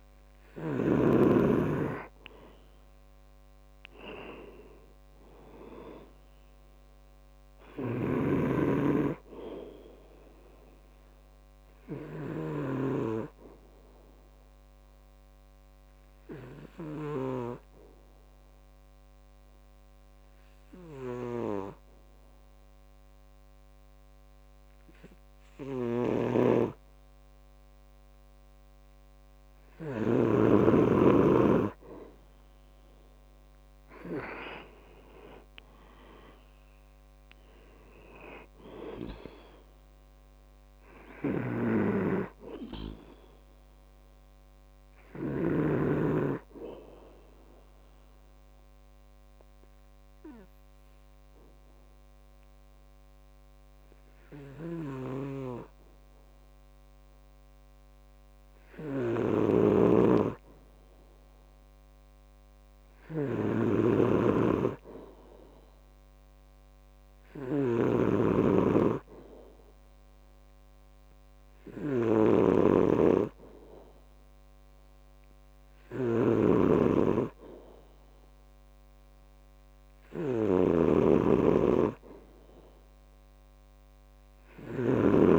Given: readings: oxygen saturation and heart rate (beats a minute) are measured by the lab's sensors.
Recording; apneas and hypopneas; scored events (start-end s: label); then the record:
breathing in sleep by a microphone on the trachea; 2
0.00-1.00 s: snoring (device-marked)
0.00-21.00 s: oxygen desaturation (device-marked, oxygen 92% lowest, heart rate 63 extreme)
8.00-13.00 s: snoring (device-marked)
13.50-30.00 s: obstructive apnea (oxygen 98% before, 91% lowest, heart rate 69 before, 62 extreme, up 3 after)
26.00-30.50 s: snoring (device-marked)
33.00-61.00 s: oxygen desaturation (device-marked, oxygen 97% before, 91% lowest, heart rate 66 before, 62 extreme)
35.00-39.50 s: arousal
41.50-46.00 s: snoring (device-marked)
48.00-60.00 s: obstructive apnea (oxygen 97% before, 91% lowest, heart rate 68 before, 63 extreme, up 2 after)
55.00-85.39 s: snoring (device-marked)
62.50-66.00 s: arousal
From the record:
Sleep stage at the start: N2 (light sleep); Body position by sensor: on the back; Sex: male